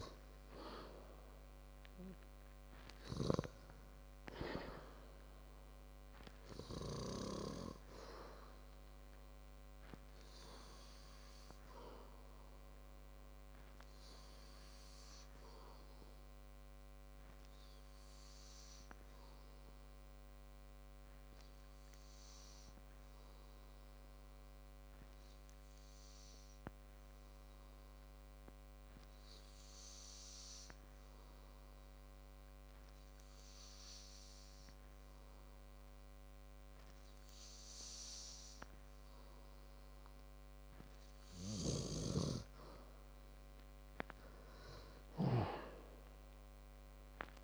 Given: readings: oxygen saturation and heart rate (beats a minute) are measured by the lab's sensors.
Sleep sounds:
breathing in sleep by a microphone on the trachea; 1
12.00-42.00 s: hypopnea (oxygen 97% before, 92% lowest, heart rate 63 before, 50 extreme, up 11 after)
24.00-39.00 s: oxygen desaturation (device-marked, oxygen 96% before, 92% lowest, heart rate 60 before, 52 extreme)
45.00-47.44 s: arousal
From the record:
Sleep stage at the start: N2 (light sleep); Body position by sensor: on the back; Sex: male

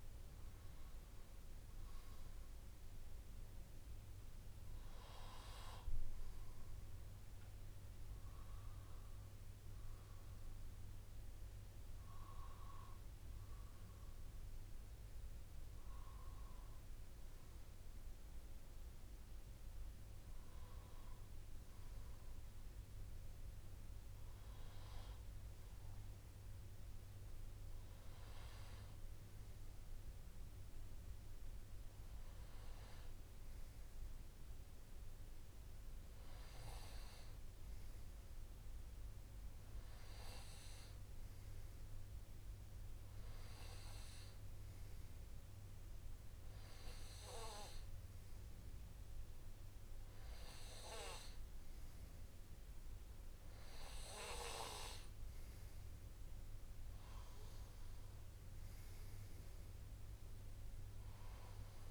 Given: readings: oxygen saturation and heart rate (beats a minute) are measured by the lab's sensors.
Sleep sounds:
breathing in sleep by a room microphone; none
none scored
From the record:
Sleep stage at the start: N2 (light sleep); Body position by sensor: on the right side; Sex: male

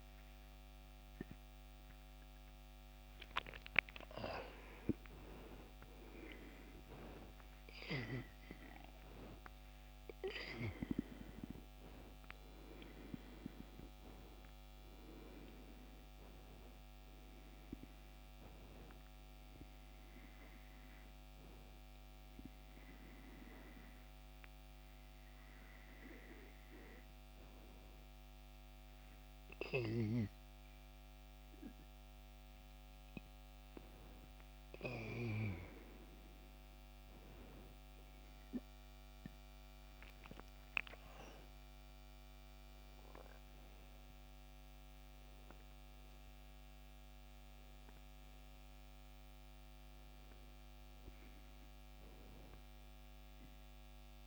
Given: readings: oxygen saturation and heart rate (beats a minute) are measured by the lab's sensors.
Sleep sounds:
breathing in sleep by a microphone on the trachea; none
29.00-46.00 s: oxygen desaturation (device-marked, oxygen 97% before, 85% lowest, heart rate 76 before, 64 extreme)
From the record:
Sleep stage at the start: N2 (light sleep); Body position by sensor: on the back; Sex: male

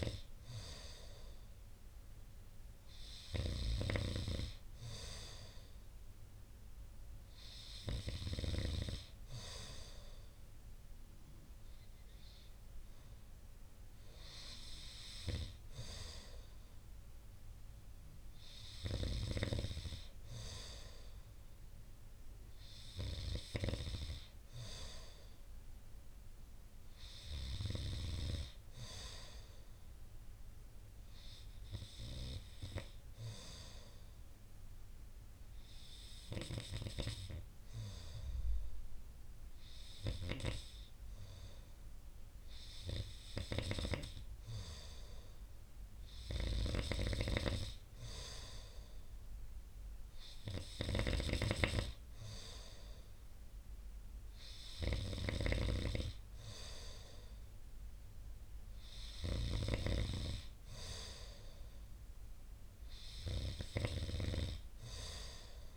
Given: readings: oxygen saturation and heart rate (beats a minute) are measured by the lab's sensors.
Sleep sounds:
breathing in sleep by a room microphone; none
46.50-56.00 s: snoring (device-marked)
From the record:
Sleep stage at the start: N2 (light sleep); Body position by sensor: on the right side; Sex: male

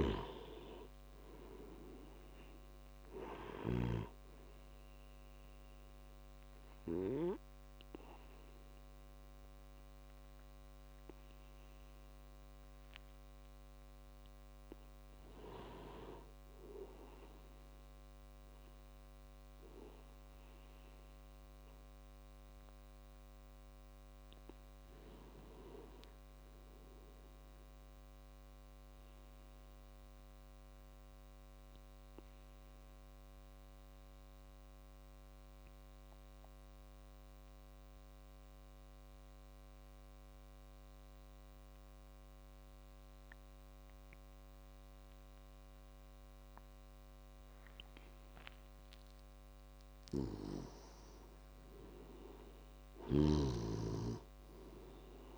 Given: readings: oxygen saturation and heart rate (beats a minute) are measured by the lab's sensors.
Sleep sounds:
breathing in sleep by a microphone on the trachea; 2
0.00-4.00 s: snoring (device-marked)
0.00-20.50 s: oxygen desaturation (device-marked, oxygen 89% lowest)
4.00-15.00 s: obstructive apnea (oxygen 98% before, 89% lowest)
17.00-20.00 s: arousal
28.50-48.50 s: obstructive apnea (oxygen 98% before, 90% lowest)
50.00-53.50 s: snoring (device-marked)
50.50-55.37 s: oxygen desaturation (device-marked, oxygen 97% before, 90% lowest)
51.00-54.50 s: arousal
From the record:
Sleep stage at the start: N2 (light sleep); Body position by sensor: on the back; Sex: male

